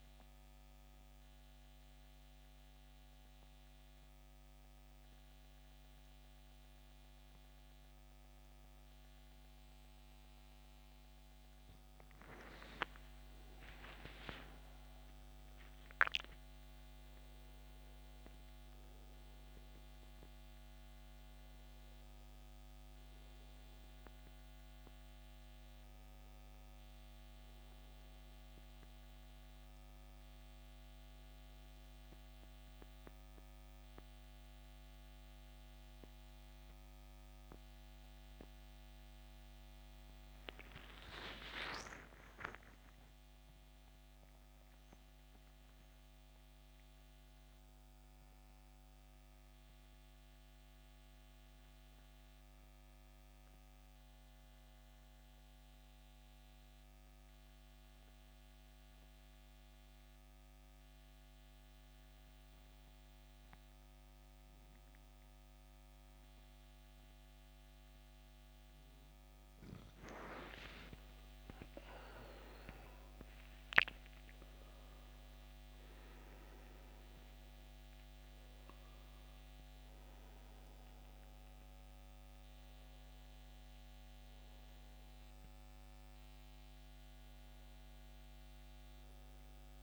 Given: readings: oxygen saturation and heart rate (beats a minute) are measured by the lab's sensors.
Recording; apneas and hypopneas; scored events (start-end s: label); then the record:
breathing in sleep by a microphone on the trachea; 2
12.00-17.50 s: arousal
19.00-36.00 s: oxygen desaturation (device-marked, oxygen 91% before, 87% lowest, heart rate 73 before, 66 extreme)
30.50-42.50 s: hypopnea (oxygen 92% before, 83% lowest, heart rate 76 before, 66 extreme, up 9 after)
44.00-48.50 s: arousal
53.00-63.00 s: oxygen desaturation (device-marked, oxygen 91% before, 87% lowest, heart rate 71 before, 66 extreme)
54.00-68.50 s: obstructive apnea (oxygen 93% before, 83% lowest, heart rate 71 before, 66 extreme, up 16 after)
70.50-75.00 s: arousal
77.00-89.83 s: oxygen desaturation (device-marked, oxygen 92% before, 83% lowest, heart rate 69 before, 66 extreme)
From the record:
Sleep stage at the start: N2 (light sleep); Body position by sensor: on the back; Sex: male